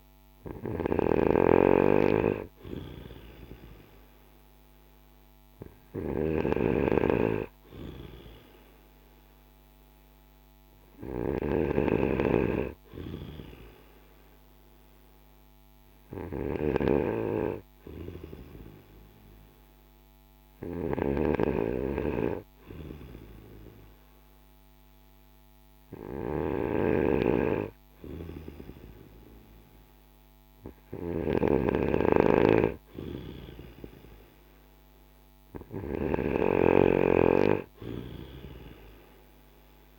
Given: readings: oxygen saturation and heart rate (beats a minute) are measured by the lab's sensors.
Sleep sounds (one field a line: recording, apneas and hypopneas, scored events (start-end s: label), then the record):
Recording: breathing in sleep by a microphone on the trachea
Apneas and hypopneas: none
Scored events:
0.00-11.50 s: snoring (device-marked)
30.50-39.99 s: snoring (device-marked)
From the record:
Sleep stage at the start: N2 (light sleep)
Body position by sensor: on the back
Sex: male